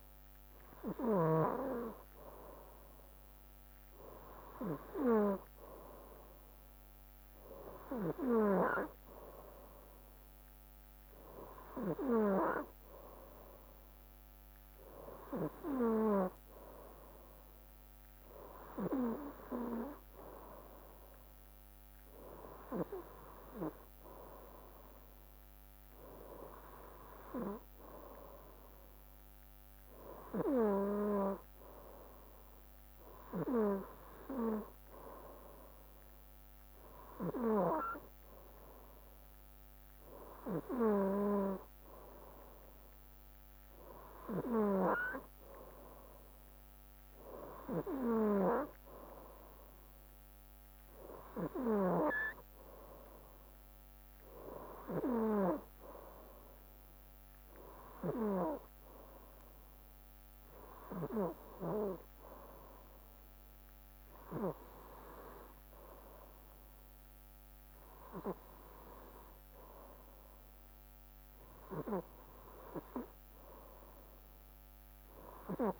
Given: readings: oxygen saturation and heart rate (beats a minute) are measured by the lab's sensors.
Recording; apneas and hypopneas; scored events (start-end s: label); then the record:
breathing in sleep by a microphone on the trachea; none
none scored
From the record:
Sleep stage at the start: N2 (light sleep); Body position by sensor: on the right side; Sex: male